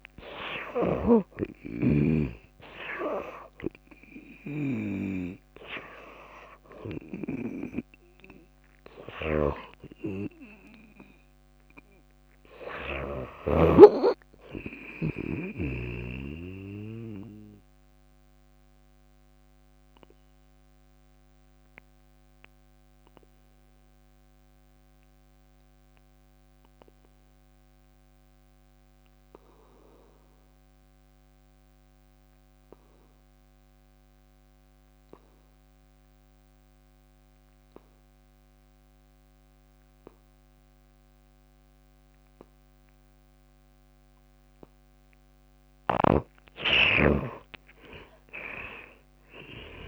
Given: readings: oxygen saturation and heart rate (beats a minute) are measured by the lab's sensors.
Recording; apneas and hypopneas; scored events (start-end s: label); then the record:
breathing in sleep by a microphone on the trachea; 1
0.00-18.50 s: oxygen desaturation (device-marked, oxygen 85% lowest, heart rate 56 extreme)
7.00-13.00 s: snoring (device-marked)
13.50-16.50 s: arousal
17.50-45.50 s: obstructive apnea (oxygen 94% before, 70% lowest, heart rate 69 before, 56 extreme)
38.50-49.88 s: oxygen desaturation (device-marked, oxygen 97% before, 70% lowest, heart rate 60 before, 56 extreme)
45.50-49.88 s: tachycardia (device-marked, heart rate 64 before, 169 extreme)
46.00-49.88 s: arousal
From the record:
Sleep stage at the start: N2 (light sleep); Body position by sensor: on the back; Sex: female